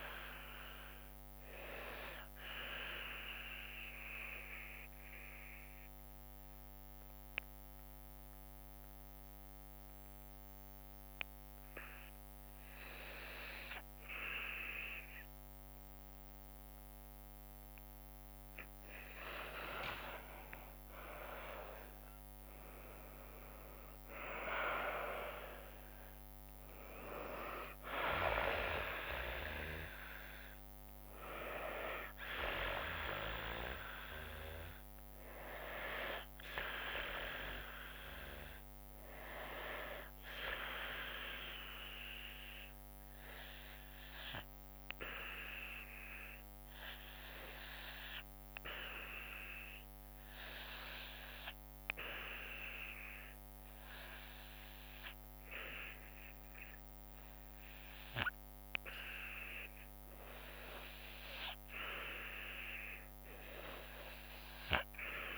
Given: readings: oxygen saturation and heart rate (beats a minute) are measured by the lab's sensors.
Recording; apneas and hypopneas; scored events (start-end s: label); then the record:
breathing in sleep by a microphone on the trachea; 2
0.00-4.50 s: oxygen desaturation (device-marked, oxygen 90% lowest, heart rate 58 extreme)
0.00-6.50 s: drop in pulse transit time (device-marked, heart rate 63 extreme)
2.00-18.00 s: obstructive apnea (oxygen 95% before, 88% lowest, heart rate 69 before, 58 extreme, up 19 after)
18.50-41.50 s: oxygen desaturation (device-marked, oxygen 98% before, 88% lowest, heart rate 62 before, 53 extreme)
21.00-25.50 s: arousal
21.50-33.50 s: drop in pulse transit time (device-marked, heart rate 62 before, 62 extreme)
41.50-60.00 s: obstructive apnea (oxygen 97% before, 88% lowest, heart rate 67 before, 53 extreme, up 17 after)
59.50-65.37 s: new sleep stage, awake
62.50-65.37 s: oxygen desaturation (device-marked, oxygen 97% before, 88% lowest)
From the record:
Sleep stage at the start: REM sleep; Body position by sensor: on the back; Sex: female